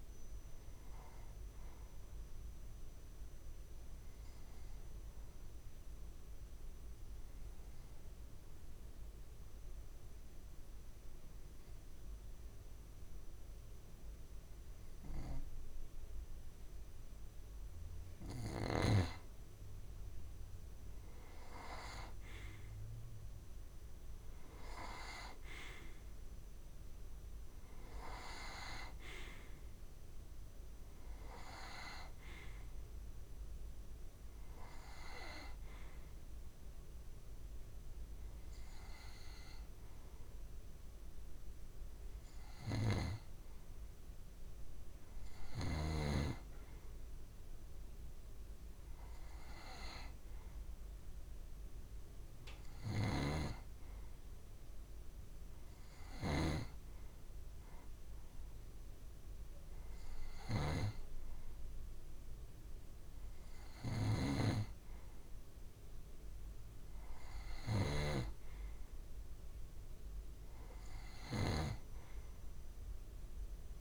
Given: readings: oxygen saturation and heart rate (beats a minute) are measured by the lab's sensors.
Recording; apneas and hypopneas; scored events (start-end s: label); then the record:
breathing in sleep by a room microphone; 2
4.00-19.00 s: obstructive apnea (oxygen 94% before, 90% lowest)
20.50-24.00 s: arousal
21.00-46.00 s: oxygen desaturation (device-marked, oxygen 97% before, 90% lowest)
41.00-60.50 s: hypopnea (oxygen 97% before, 91% lowest)
52.50-71.50 s: snoring (device-marked)
64.00-68.00 s: arousal
From the record:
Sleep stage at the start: N2 (light sleep); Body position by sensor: on the right side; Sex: male